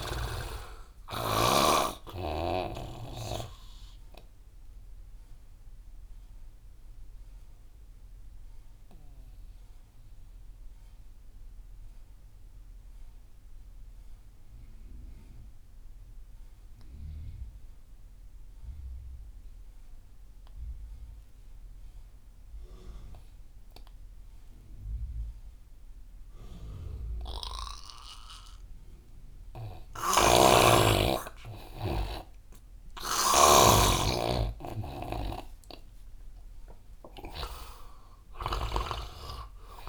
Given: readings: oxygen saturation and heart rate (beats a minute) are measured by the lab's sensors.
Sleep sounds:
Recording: breathing in sleep by a room microphone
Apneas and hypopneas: 1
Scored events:
0.00-2.00 s: snoring (device-marked)
0.00-18.50 s: oxygen desaturation (device-marked, oxygen 87% lowest)
4.00-30.00 s: obstructive apnea (oxygen 99% before, 85% lowest)
27.50-39.89 s: oxygen desaturation (device-marked, oxygen 99% before, 85% lowest)
30.00-39.89 s: snoring (device-marked)
31.50-35.00 s: arousal
From the record:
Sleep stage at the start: N2 (light sleep)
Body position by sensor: on the right side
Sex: male

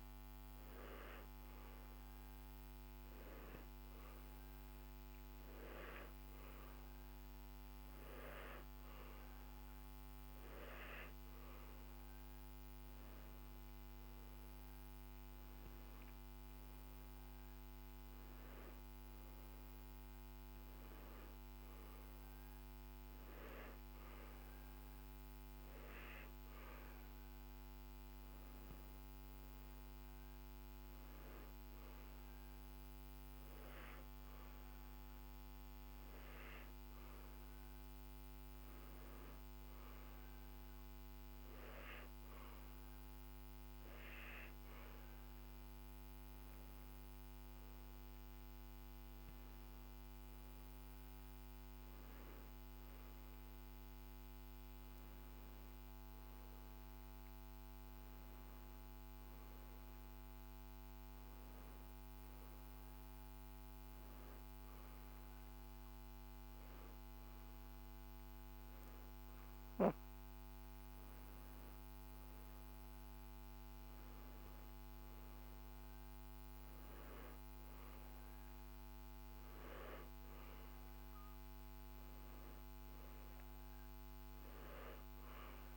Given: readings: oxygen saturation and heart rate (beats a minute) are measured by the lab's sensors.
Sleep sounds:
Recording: breathing in sleep, hard to hear, by a microphone on the trachea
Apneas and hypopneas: none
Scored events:
none scored
From the record:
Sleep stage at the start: N2 (light sleep)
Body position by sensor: on the back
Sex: male

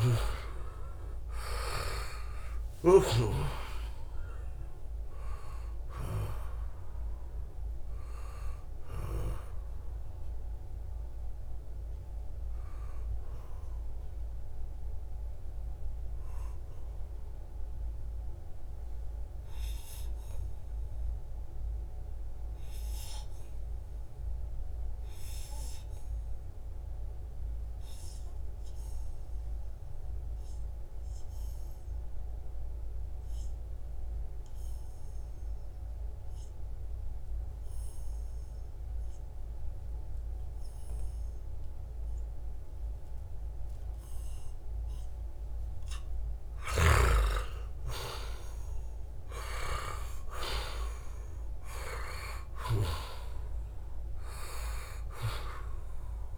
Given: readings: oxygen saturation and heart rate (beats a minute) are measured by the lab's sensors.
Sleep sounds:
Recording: breathing in sleep by a room microphone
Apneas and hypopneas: 1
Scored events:
0.00-28.50 s: oxygen desaturation (device-marked, oxygen 86% lowest, heart rate 64 extreme)
17.50-45.50 s: obstructive apnea (oxygen 95% before, 86% lowest, heart rate 81 before, 70 extreme, up 8 after)
44.50-56.38 s: oxygen desaturation (device-marked, oxygen 97% before, 89% lowest, heart rate 74 before, 68 extreme)
46.50-50.50 s: arousal
From the record:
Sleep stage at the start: N2 (light sleep)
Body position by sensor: on the back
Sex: male

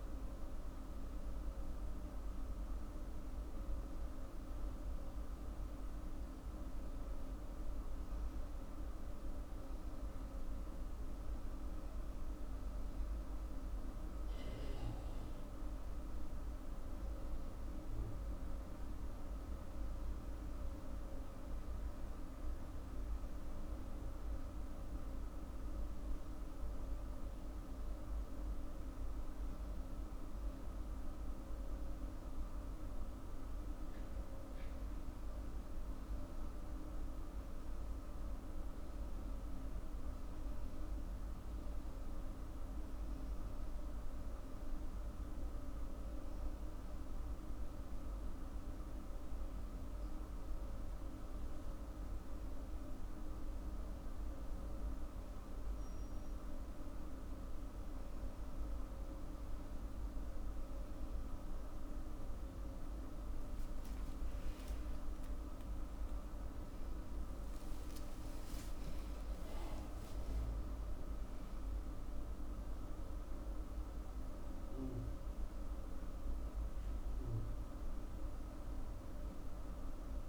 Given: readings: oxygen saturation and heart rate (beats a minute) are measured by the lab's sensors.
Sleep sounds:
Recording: breathing in sleep, hard to hear, by a room microphone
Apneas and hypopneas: none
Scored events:
65.50-70.50 s: arousal
68.00-70.00 s: long interval between heartbeats (device-marked, heart rate 87 before, 111 extreme)
70.00-72.00 s: long interval between heartbeats (device-marked, heart rate 90 before, 132 extreme)
From the record:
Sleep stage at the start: N1 (lightest sleep)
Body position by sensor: on the back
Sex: female

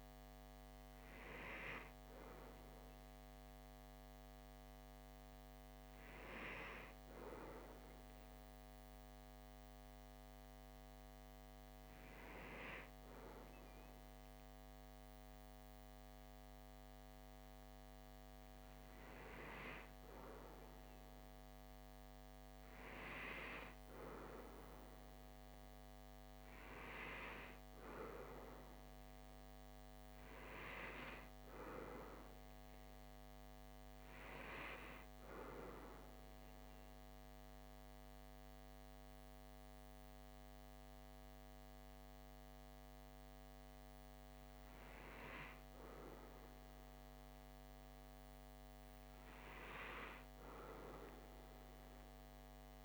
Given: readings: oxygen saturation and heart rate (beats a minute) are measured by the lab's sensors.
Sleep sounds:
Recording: breathing in sleep by a microphone on the trachea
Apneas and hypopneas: 2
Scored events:
6.00-18.00 s: hypopnea (oxygen 96% before, 93% lowest)
20.00-23.50 s: arousal
34.50-44.50 s: obstructive apnea (oxygen 96% before, 87% lowest)
47.50-51.50 s: arousal
From the record:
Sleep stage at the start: REM sleep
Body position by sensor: on the back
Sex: male

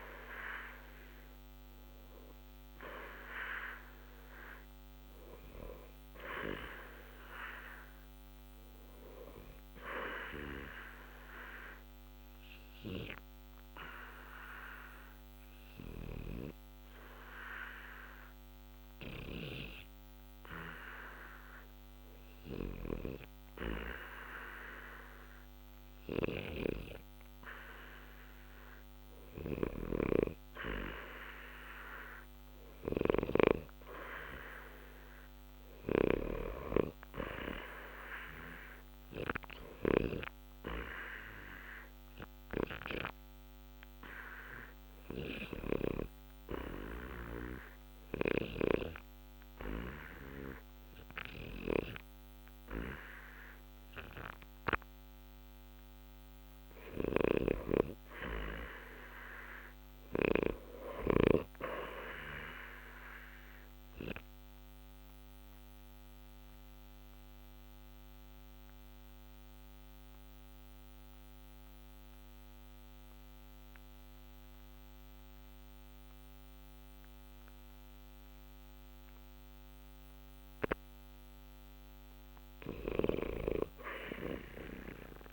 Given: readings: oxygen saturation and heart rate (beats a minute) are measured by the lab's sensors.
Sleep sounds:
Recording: breathing in sleep by a microphone on the trachea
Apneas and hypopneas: 3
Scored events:
0.00-12.00 s: oxygen desaturation (device-marked, oxygen 83% lowest, heart rate 60 extreme)
4.00-8.00 s: arousal
10.50-29.50 s: obstructive apnea (oxygen 90% before, 86% lowest, heart rate 61 before, 60 extreme, up 2 after)
31.50-35.50 s: arousal
36.00-65.00 s: oxygen desaturation (device-marked, oxygen 93% before, 87% lowest, heart rate 61 before, 60 extreme)
45.50-56.00 s: obstructive apnea (oxygen 94% before, 82% lowest, heart rate 61 before, 60 extreme, up 0 after)
58.50-61.00 s: arousal
64.50-81.00 s: obstructive apnea (oxygen 93% before, 81% lowest, heart rate 60 before, 60 extreme, up 0 after)
83.00-85.33 s: oxygen desaturation (device-marked, oxygen 89% before, 85% lowest, heart rate 60 before, 60 extreme)
84.00-85.33 s: arousal
From the record:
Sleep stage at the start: REM sleep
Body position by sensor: on the back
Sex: male

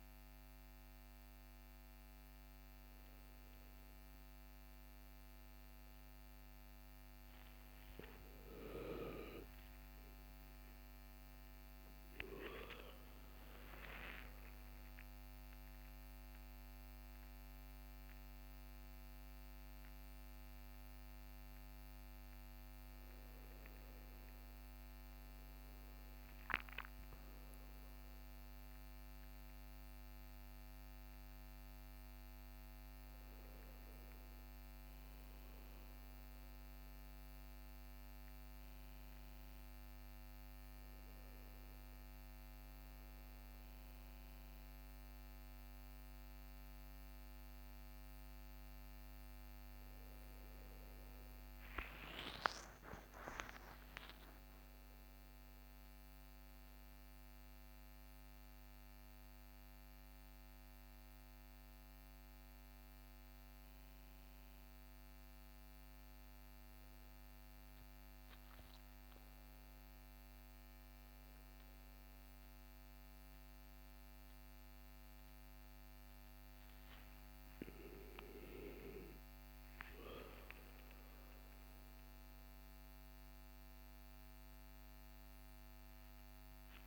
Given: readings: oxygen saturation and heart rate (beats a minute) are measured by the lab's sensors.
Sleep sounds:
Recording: a person awake in a sleep study, by a microphone on the trachea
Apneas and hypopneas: none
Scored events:
0.00-1.50 s: oxygen desaturation (device-marked, oxygen 93% lowest, heart rate 67 extreme)
From the record:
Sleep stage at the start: awake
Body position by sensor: on the back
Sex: male

